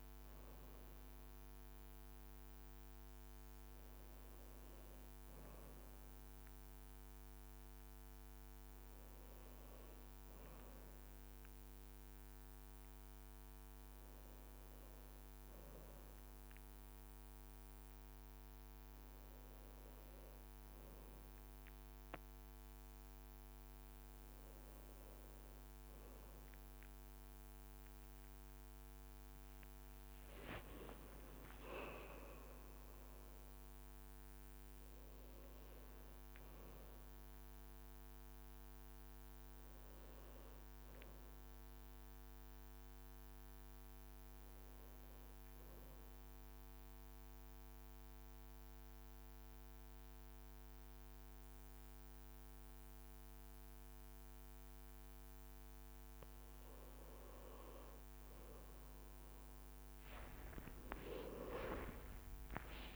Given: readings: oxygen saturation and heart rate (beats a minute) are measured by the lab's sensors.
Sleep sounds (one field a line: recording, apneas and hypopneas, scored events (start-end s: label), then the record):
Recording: a person partly awake in a sleep study, by a microphone on the trachea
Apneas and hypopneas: 1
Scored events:
6.00-62.96 s: new sleep stage, N1 (lightest sleep)
26.00-34.50 s: leg movement (device-marked)
30.00-32.00 s: long interval between heartbeats (device-marked, heart rate 59 before, 77 extreme)
30.50-35.00 s: arousal
37.00-54.00 s: oxygen desaturation (device-marked, oxygen 98% before, 94% lowest, heart rate 66 before, 58 extreme)
45.50-55.50 s: central apnea (oxygen 99% before, 93% lowest, heart rate 66 before, 58 extreme, up 20 after)
From the record:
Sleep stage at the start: awake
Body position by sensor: on the right side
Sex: male